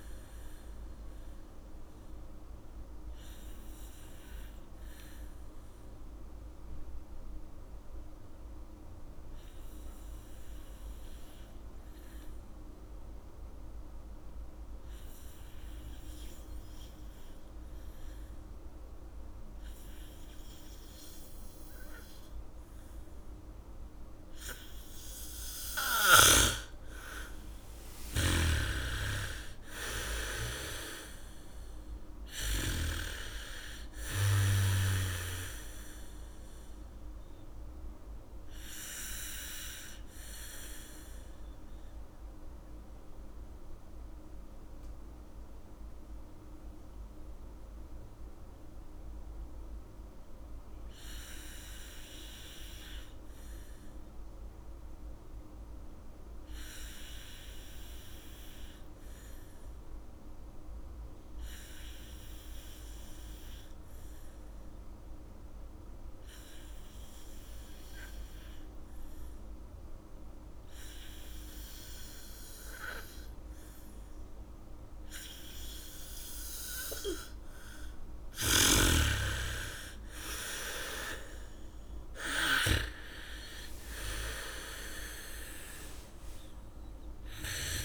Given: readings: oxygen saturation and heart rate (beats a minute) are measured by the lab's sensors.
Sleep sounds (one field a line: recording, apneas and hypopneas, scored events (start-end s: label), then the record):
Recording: breathing in sleep by a room microphone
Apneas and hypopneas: 2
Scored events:
0.00-13.00 s: oxygen desaturation (device-marked, oxygen 87% lowest, heart rate 47 extreme)
2.50-25.00 s: obstructive apnea (oxygen 100% before, 82% lowest, heart rate 70 before, 47 extreme, up 3 after)
19.00-54.00 s: oxygen desaturation (device-marked, oxygen 98% before, 82% lowest, heart rate 77 before, 47 extreme)
27.50-32.00 s: arousal
28.00-32.00 s: bradycardia (device-marked, heart rate 71 before, 47 extreme)
39.50-77.50 s: mixed apnea (oxygen 98% before, 79% lowest, heart rate 61 before, 45 extreme, up 2 after)
68.00-87.85 s: oxygen desaturation (device-marked, oxygen 98% before, 79% lowest, heart rate 73 before, 40 extreme)
73.00-75.00 s: bradycardia (device-marked, heart rate 72 before, 61 extreme)
76.00-83.00 s: bradycardia (device-marked, heart rate 72 before, 45 extreme)
80.00-85.00 s: arousal
From the record:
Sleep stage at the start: N2 (light sleep)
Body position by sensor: on the back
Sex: female